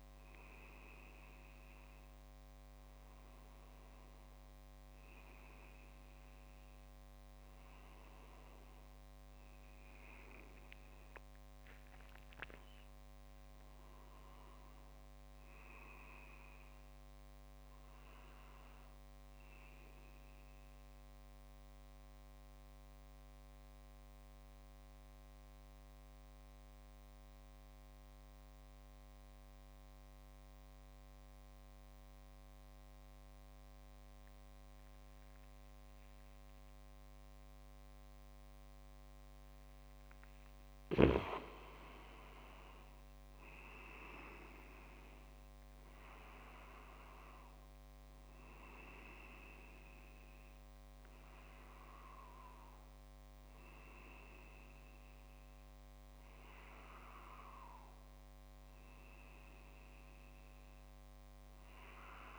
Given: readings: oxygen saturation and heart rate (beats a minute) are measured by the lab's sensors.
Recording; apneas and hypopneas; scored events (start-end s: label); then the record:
breathing in sleep by a microphone on the trachea; 1
0.00-4.50 s: oxygen desaturation (device-marked, oxygen 93% lowest)
11.00-15.00 s: arousal
20.00-39.50 s: mixed apnea (oxygen 98% before, 94% lowest)
40.50-62.39 s: oxygen desaturation (device-marked, oxygen 98% before, 94% lowest)
42.00-45.50 s: arousal
From the record:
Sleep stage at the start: N2 (light sleep); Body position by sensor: on the back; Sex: male